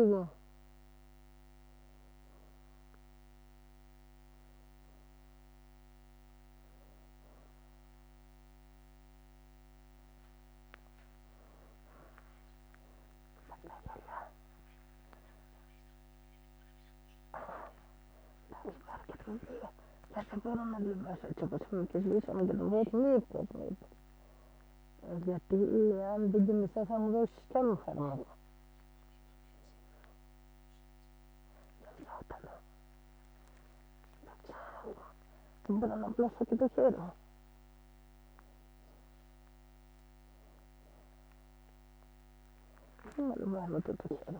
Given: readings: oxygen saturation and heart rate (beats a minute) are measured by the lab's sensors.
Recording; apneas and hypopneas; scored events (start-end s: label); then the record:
a person awake in a sleep study, by a microphone on the trachea; none
4.00-44.40 s: new sleep stage, awake
21.50-25.50 s: snoring (device-marked)
From the record:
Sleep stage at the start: N2 (light sleep); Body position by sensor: on the back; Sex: female